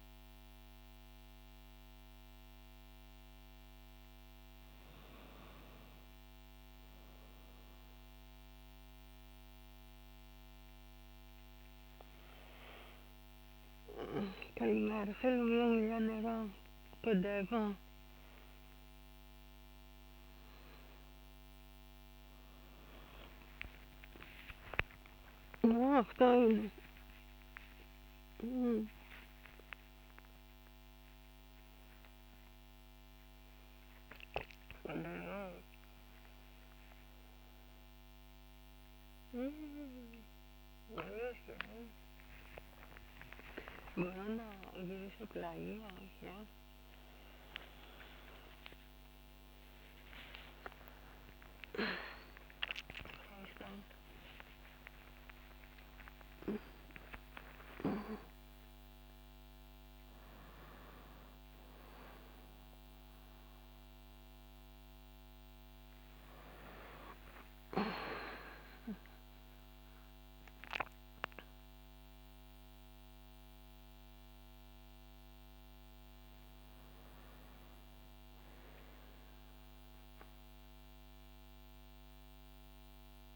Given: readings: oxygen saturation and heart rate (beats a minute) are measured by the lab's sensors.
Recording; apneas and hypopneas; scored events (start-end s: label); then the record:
a person awake in a sleep study, by a microphone on the trachea; none
none scored
From the record:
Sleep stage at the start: awake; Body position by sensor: on the back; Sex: female